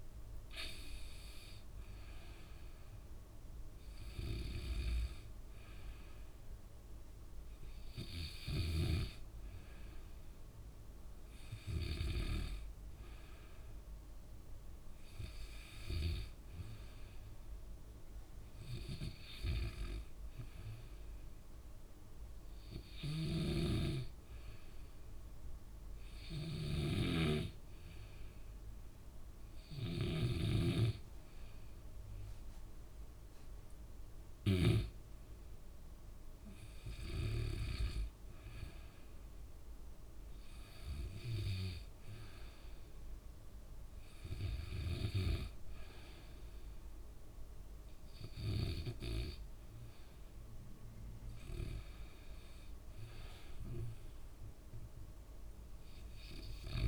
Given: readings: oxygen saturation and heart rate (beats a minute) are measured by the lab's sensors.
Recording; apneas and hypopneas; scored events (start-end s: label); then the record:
breathing in sleep by a room microphone; none
23.50-35.00 s: snoring (device-marked)
From the record:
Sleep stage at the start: N2 (light sleep); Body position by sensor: on the back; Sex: male